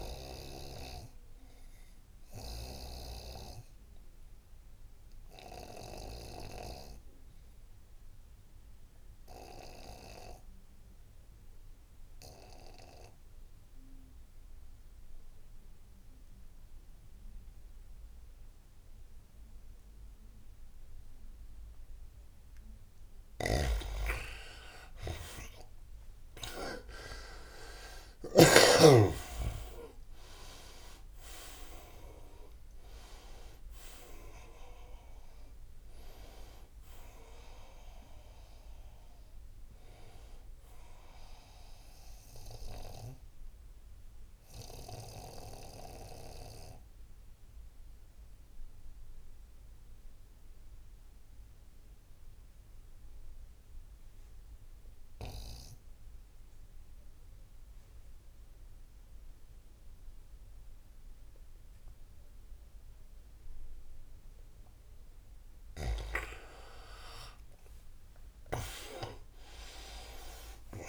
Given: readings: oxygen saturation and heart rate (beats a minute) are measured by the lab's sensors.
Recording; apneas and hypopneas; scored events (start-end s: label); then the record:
breathing in sleep by a room microphone; 2
0.00-6.50 s: oxygen desaturation (device-marked, oxygen 85% lowest, heart rate 69 extreme)
2.50-23.00 s: obstructive apnea (oxygen 97% before, 83% lowest, heart rate 79 before, 69 extreme, up 17 after)
23.00-28.50 s: snoring (device-marked)
23.50-52.50 s: oxygen desaturation (device-marked, oxygen 98% before, 83% lowest, heart rate 77 before, 66 extreme)
25.00-29.00 s: arousal
42.50-64.00 s: obstructive apnea (oxygen 98% before, 83% lowest, heart rate 84 before, 66 extreme, up 35 after)
64.50-70.89 s: oxygen desaturation (device-marked, oxygen 99% before, 84% lowest, heart rate 79 before, 73 extreme)
67.50-70.89 s: arousal
68.50-70.89 s: tachycardia (device-marked, heart rate 79 before, 108 extreme)
From the record:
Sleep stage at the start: N2 (light sleep); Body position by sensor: on the right side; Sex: male